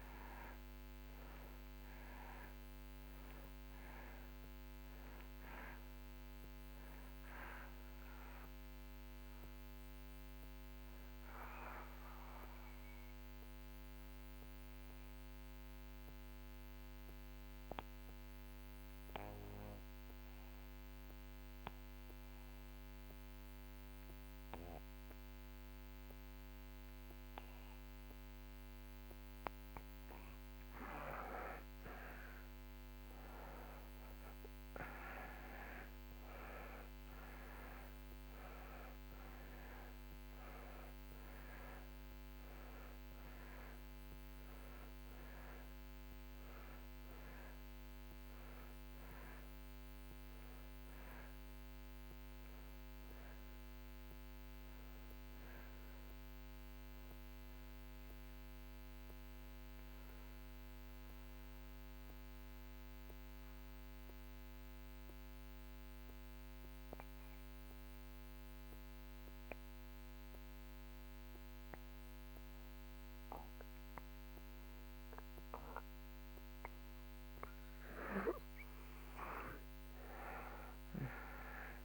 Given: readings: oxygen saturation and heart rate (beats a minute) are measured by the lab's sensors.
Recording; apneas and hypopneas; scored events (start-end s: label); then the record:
breathing in sleep by a microphone on the trachea; 2
0.00-27.50 s: oxygen desaturation (device-marked, oxygen 78% lowest)
10.50-29.00 s: obstructive apnea (oxygen 95% before, 78% lowest)
31.00-35.00 s: arousal
41.50-69.50 s: oxygen desaturation (device-marked, oxygen 96% before, 80% lowest)
60.00-77.00 s: mixed apnea (oxygen 96% before, 80% lowest)
79.50-81.85 s: arousal
From the record:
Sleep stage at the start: N2 (light sleep); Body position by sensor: on the back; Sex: male